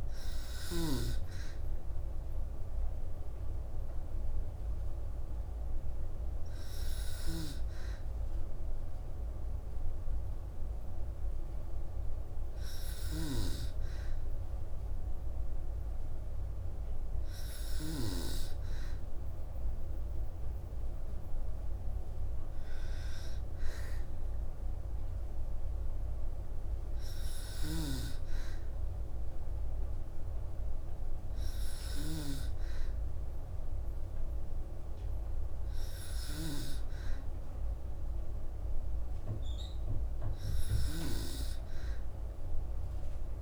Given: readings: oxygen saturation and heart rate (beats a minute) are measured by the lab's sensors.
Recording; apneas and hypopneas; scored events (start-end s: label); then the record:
breathing in sleep by a room microphone; none
6.50-17.50 s: snoring (device-marked)
27.00-43.42 s: snoring (device-marked)
From the record:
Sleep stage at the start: N2 (light sleep); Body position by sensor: on the back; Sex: female